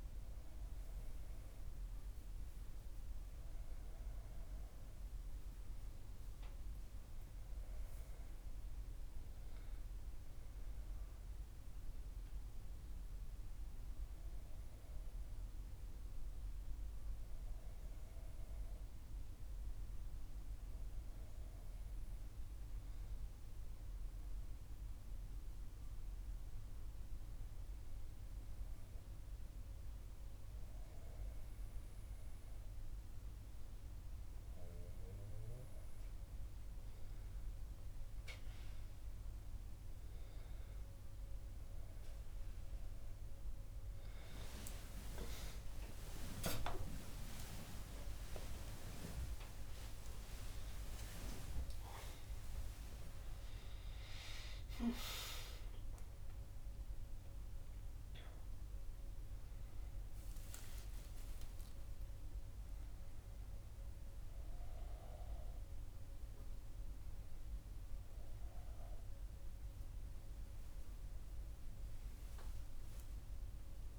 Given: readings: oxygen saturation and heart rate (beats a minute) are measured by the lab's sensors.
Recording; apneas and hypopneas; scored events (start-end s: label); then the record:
a person partly awake in a sleep study, by a room microphone; 1
8.50-13.00 s: arousal
17.50-33.00 s: hypopnea (oxygen 94% before, 92% lowest, heart rate 59 before, 59 extreme, up 1 after)
31.00-61.00 s: new sleep stage, awake
47.50-49.50 s: long interval between heartbeats (device-marked, heart rate 59 before, 90 extreme)
48.00-53.00 s: tachycardia (device-marked, heart rate 60 before, 122 extreme)
52.50-54.50 s: long interval between heartbeats (device-marked, heart rate 69 before, 116 extreme)
60.50-62.50 s: long interval between heartbeats (device-marked, heart rate 85 before, 85 extreme)
61.00-73.99 s: new sleep stage, N1 (lightest sleep)
72.50-73.99 s: long interval between heartbeats (device-marked, heart rate 85 before, 71 extreme)
From the record:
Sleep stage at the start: N2 (light sleep); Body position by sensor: on the back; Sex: female